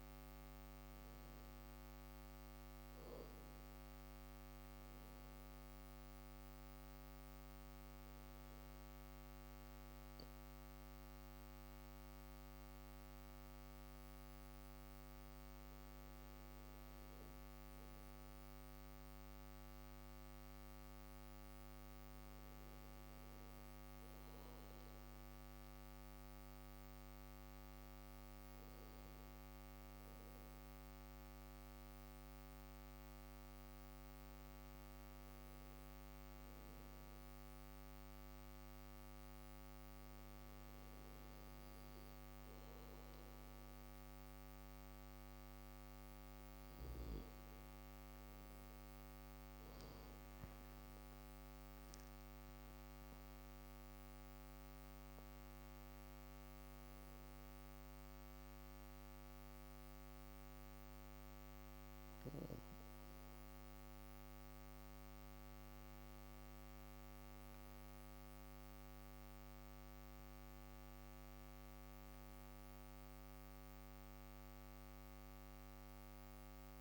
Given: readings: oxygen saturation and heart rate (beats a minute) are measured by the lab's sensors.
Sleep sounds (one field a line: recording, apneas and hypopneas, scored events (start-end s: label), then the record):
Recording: breathing in sleep, hard to hear, by a microphone on the trachea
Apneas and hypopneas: none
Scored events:
none scored
From the record:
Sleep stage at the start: N1 (lightest sleep)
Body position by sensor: on the back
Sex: male